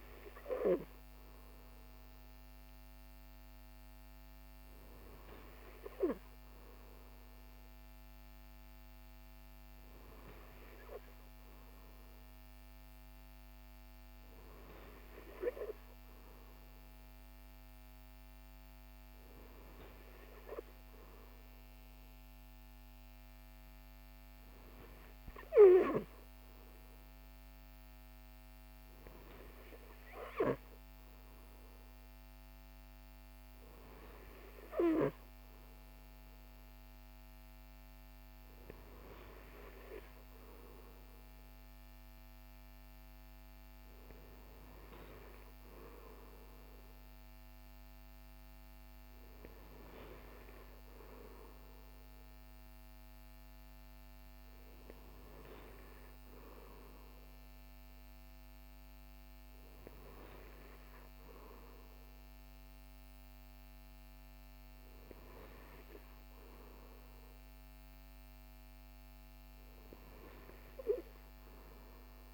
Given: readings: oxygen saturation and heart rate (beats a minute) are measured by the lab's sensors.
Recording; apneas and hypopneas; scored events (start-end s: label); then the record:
breathing in sleep by a microphone on the trachea; none
none scored
From the record:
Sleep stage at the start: N2 (light sleep); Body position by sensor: on the right side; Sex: male